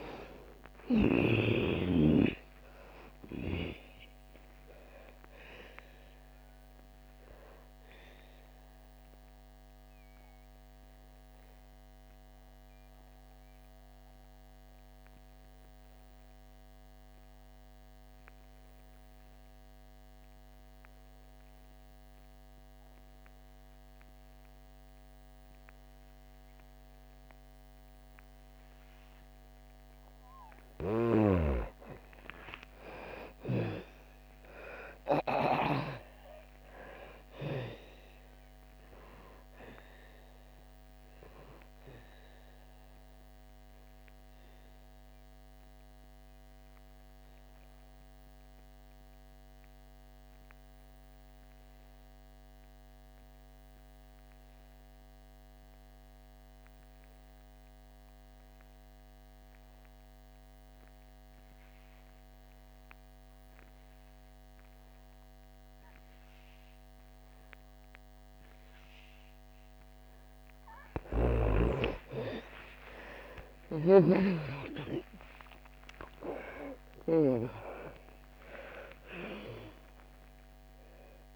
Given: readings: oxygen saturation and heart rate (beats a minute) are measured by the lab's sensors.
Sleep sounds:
breathing in sleep by a microphone on the trachea; 2
0.00-2.00 s: snoring (device-marked)
0.00-3.00 s: arousal
0.00-25.50 s: oxygen desaturation (device-marked, oxygen 78% lowest, heart rate 59 extreme)
8.50-29.50 s: obstructive apnea (oxygen 99% before, 78% lowest, heart rate 70 before, 59 extreme, up 10 after)
31.50-56.50 s: oxygen desaturation (device-marked, oxygen 98% before, 83% lowest, heart rate 62 before, 58 extreme)
32.50-36.50 s: arousal
42.50-70.00 s: obstructive apnea (oxygen 98% before, 77% lowest, heart rate 64 before, 58 extreme, up 58 after)
61.50-78.50 s: oxygen desaturation (device-marked, oxygen 98% before, 86% lowest, heart rate 64 before, 58 extreme)
71.50-77.00 s: arousal
73.50-77.50 s: snoring (device-marked)
From the record:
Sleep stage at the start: N2 (light sleep); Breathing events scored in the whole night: 596 in 6.8 hours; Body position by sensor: on the back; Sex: female

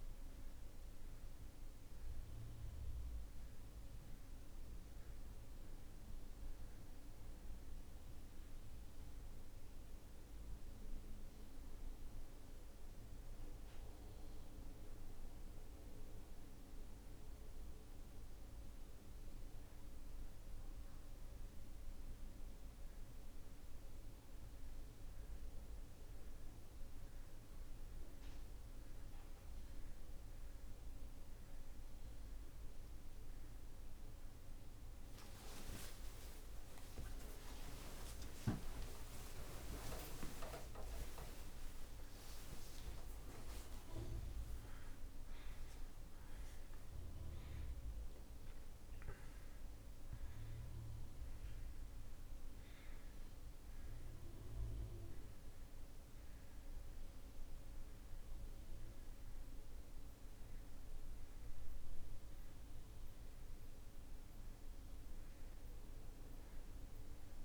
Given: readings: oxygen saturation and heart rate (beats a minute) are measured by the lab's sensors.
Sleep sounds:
breathing in sleep by a room microphone; none
36.00-41.50 s: arousal
From the record:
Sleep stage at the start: N1 (lightest sleep); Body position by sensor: on the back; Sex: male

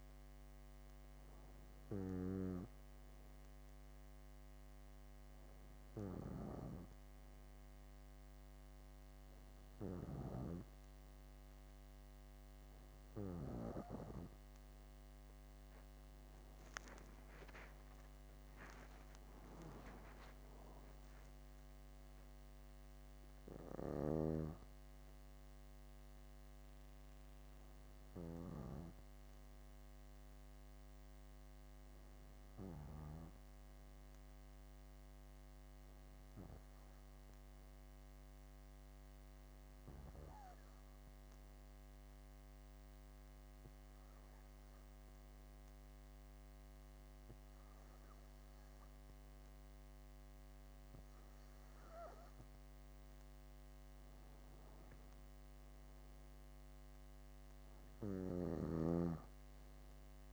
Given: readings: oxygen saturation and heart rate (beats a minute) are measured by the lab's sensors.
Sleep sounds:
breathing in sleep by a microphone on the trachea; none
15.50-19.00 s: arousal
16.50-18.50 s: long interval between heartbeats (device-marked, heart rate 64 before, 75 extreme)
18.50-20.50 s: long interval between heartbeats (device-marked, heart rate 65 before, 97 extreme)
24.00-29.00 s: bradycardia (device-marked, heart rate 65 before, 58 extreme)
From the record:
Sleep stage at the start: N2 (light sleep); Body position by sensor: on the back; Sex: female

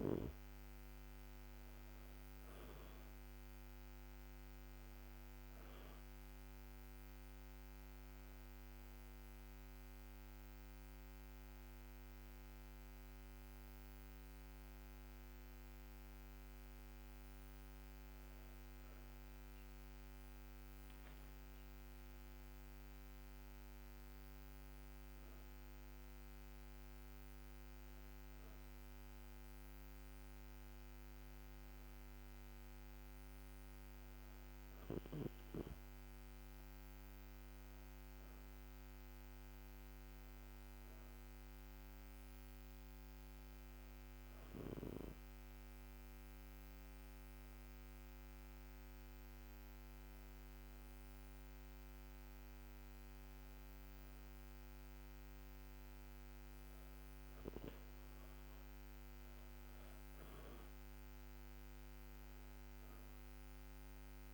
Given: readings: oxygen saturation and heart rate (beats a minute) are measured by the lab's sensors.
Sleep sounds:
breathing in sleep, hard to hear, by a microphone on the trachea; 2
0.00-12.50 s: oxygen desaturation (device-marked, oxygen 94% lowest, heart rate 70 extreme)
7.00-20.00 s: hypopnea (oxygen 97% before, 94% lowest, heart rate 74 before, 70 extreme, up 5 after)
21.50-25.50 s: arousal
43.00-54.50 s: hypopnea (oxygen 97% before, 94% lowest, heart rate 75 before, 72 extreme, up 2 after)
60.00-64.34 s: arousal
From the record:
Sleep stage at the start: N2 (light sleep); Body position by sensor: on the back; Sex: female

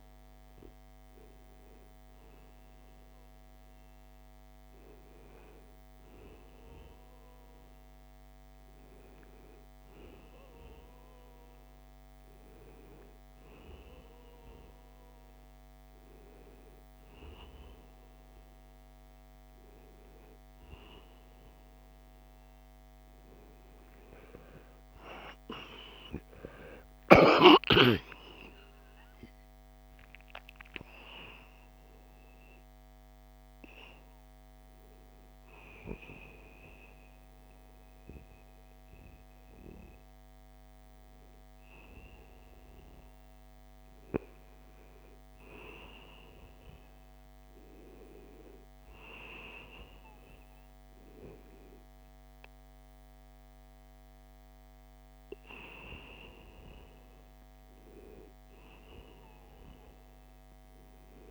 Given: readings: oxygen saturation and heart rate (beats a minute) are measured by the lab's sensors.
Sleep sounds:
breathing in sleep by a microphone on the trachea; none
27.00-32.50 s: arousal
From the record:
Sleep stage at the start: N1 (lightest sleep); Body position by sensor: on the right side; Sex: male

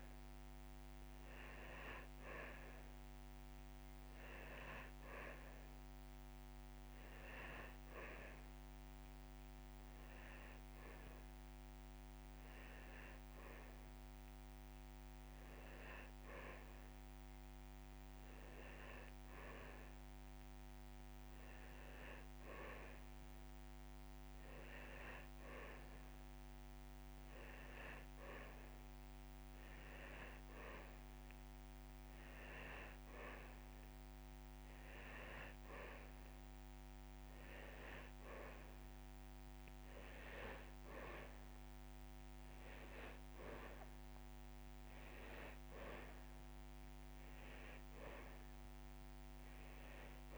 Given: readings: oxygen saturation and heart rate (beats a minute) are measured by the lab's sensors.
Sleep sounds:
breathing in sleep by a microphone on the trachea; none
none scored
From the record:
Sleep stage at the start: N2 (light sleep); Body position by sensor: on the back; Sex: male

